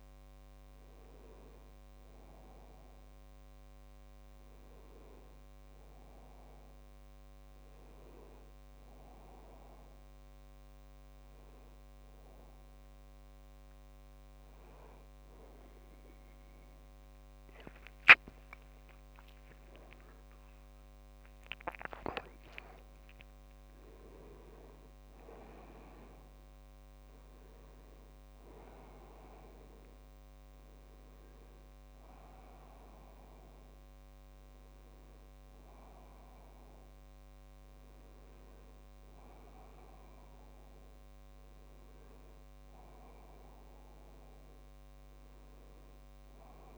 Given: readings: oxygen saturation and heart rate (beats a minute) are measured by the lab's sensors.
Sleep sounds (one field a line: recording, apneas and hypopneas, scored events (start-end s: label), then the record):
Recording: breathing in sleep by a microphone on the trachea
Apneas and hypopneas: 1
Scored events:
4.00-7.00 s: arousal
9.00-20.00 s: hypopnea (oxygen 98% before, 96% lowest, heart rate 70 before, 64 extreme, up 9 after)
21.50-25.00 s: arousal
From the record:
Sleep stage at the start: N1 (lightest sleep)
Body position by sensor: on the back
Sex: male